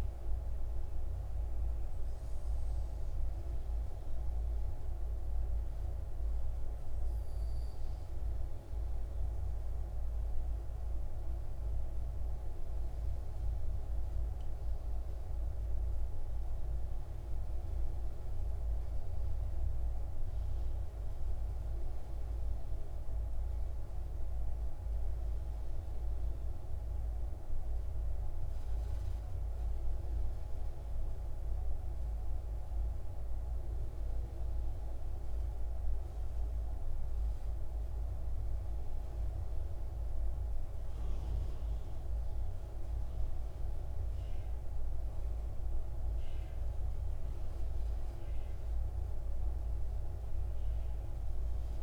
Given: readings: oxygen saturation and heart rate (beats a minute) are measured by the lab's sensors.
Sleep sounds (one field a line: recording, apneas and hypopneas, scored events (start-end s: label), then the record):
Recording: breathing in sleep, hard to hear, by a room microphone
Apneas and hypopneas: none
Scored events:
19.00-30.00 s: oxygen desaturation (device-marked, oxygen 91% before, 87% lowest, heart rate 63 before, 62 extreme)
From the record:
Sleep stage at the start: N2 (light sleep)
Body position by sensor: on the right side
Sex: female